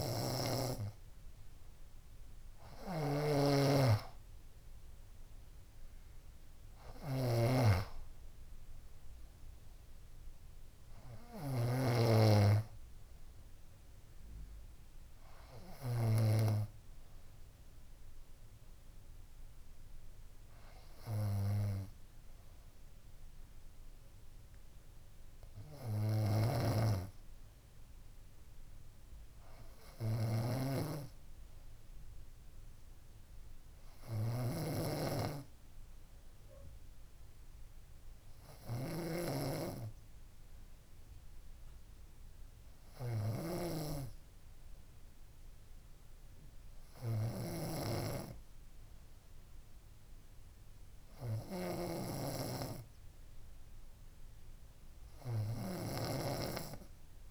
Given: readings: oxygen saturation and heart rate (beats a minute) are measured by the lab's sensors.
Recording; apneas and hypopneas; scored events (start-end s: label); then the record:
breathing in sleep by a room microphone; none
0.00-16.50 s: snoring (device-marked)
26.50-57.31 s: snoring (device-marked)
From the record:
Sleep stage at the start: N3 (deep sleep); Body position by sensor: on the front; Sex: female